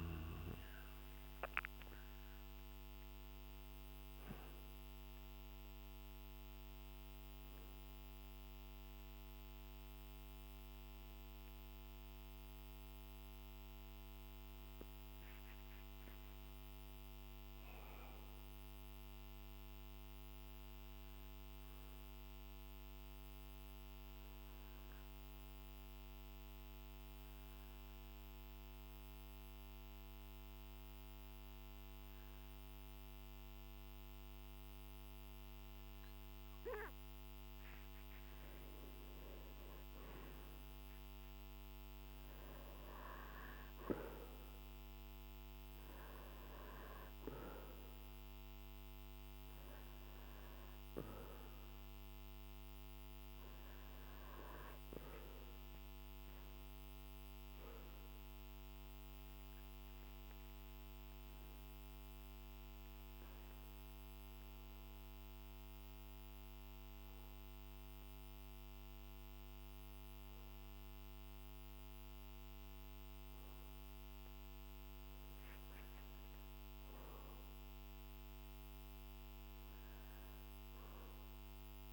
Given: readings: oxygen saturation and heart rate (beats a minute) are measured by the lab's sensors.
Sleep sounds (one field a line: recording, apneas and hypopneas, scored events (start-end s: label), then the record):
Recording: breathing in sleep, hard to hear, by a microphone on the trachea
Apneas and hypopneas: 2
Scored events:
21.00-36.50 s: obstructive apnea (oxygen 94% before, 95% lowest, heart rate 55 before, 49 extreme, up 5 after)
38.50-42.50 s: arousal
44.50-66.50 s: oxygen desaturation (device-marked, oxygen 99% before, 95% lowest, heart rate 50 before, 48 extreme)
64.50-75.50 s: obstructive apnea (oxygen 99% before, 93% lowest, heart rate 54 before, 48 extreme, up 5 after)
76.50-79.50 s: arousal
From the record:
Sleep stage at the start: N2 (light sleep)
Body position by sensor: on the back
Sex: male